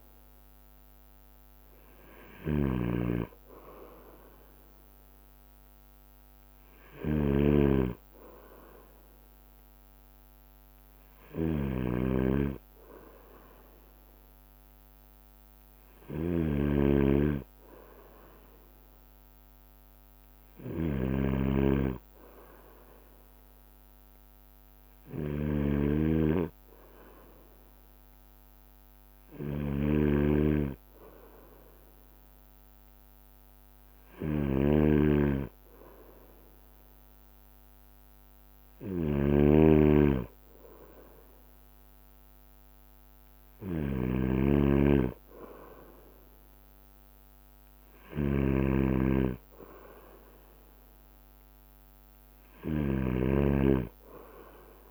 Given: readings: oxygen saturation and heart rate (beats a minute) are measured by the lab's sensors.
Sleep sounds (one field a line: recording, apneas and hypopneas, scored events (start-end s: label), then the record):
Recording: breathing in sleep by a microphone on the trachea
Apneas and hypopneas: none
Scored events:
0.00-5.50 s: drop in pulse transit time (device-marked, heart rate 30 extreme)
0.00-39.50 s: bradycardia (device-marked, heart rate 26 extreme)
0.00-54.91 s: snoring (device-marked)
2.50-4.50 s: long interval between heartbeats (device-marked, heart rate 51 before, 35 extreme)
6.50-8.50 s: long interval between heartbeats (device-marked, heart rate 45 before, 37 extreme)
9.50-11.50 s: long interval between heartbeats (device-marked, heart rate 41 before, 44 extreme)
11.50-13.50 s: long interval between heartbeats (device-marked, heart rate 41 before, 52 extreme)
16.50-18.50 s: long interval between heartbeats (device-marked, heart rate 42 before, 40 extreme)
24.50-34.50 s: drop in pulse transit time (device-marked, heart rate 39 before, 29 extreme)
29.00-31.00 s: long interval between heartbeats (device-marked, heart rate 38 before, 39 extreme)
33.50-35.50 s: long interval between heartbeats (device-marked, heart rate 36 before, 39 extreme)
45.50-54.91 s: drop in pulse transit time (device-marked, heart rate 44 before, 30 extreme)
47.50-54.91 s: bradycardia (device-marked, heart rate 41 before, 30 extreme)
48.50-50.50 s: long interval between heartbeats (device-marked, heart rate 48 before, 61 extreme)
52.00-54.00 s: long interval between heartbeats (device-marked, heart rate 51 before, 52 extreme)
From the record:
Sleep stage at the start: N2 (light sleep)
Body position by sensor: on the right side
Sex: male